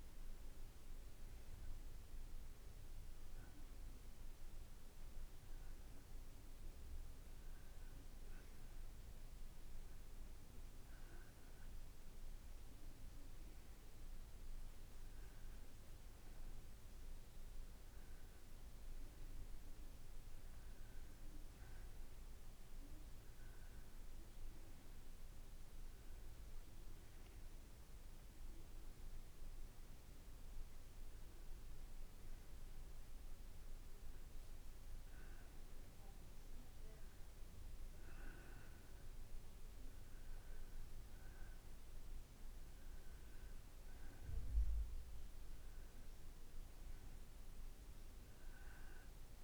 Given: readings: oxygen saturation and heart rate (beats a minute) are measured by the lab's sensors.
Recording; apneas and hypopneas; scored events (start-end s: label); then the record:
breathing in sleep, hard to hear, by a room microphone; none
none scored
From the record:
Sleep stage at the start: N2 (light sleep); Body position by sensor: on the back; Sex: male